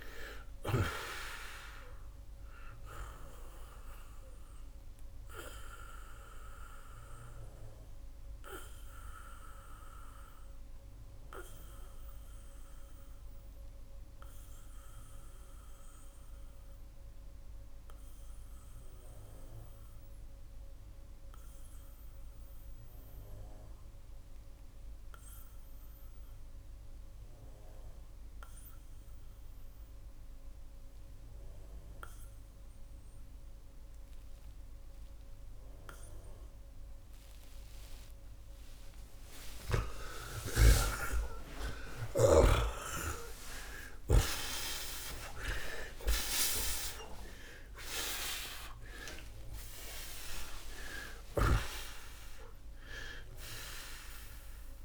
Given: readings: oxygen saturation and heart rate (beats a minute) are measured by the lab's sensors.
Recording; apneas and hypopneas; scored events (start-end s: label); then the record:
breathing in sleep by a room microphone; 1
2.50-35.50 s: oxygen desaturation (device-marked, oxygen 92% before, 79% lowest, heart rate 88 before, 60 extreme)
3.50-38.00 s: obstructive apnea (oxygen 92% before, 74% lowest, heart rate 90 before, 60 extreme, up 45 after)
42.00-47.00 s: arousal
44.50-52.50 s: oxygen desaturation (device-marked, oxygen 93% before, 87% lowest, heart rate 71 before, 76 extreme)
From the record:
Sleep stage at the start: N2 (light sleep); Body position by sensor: on the back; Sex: male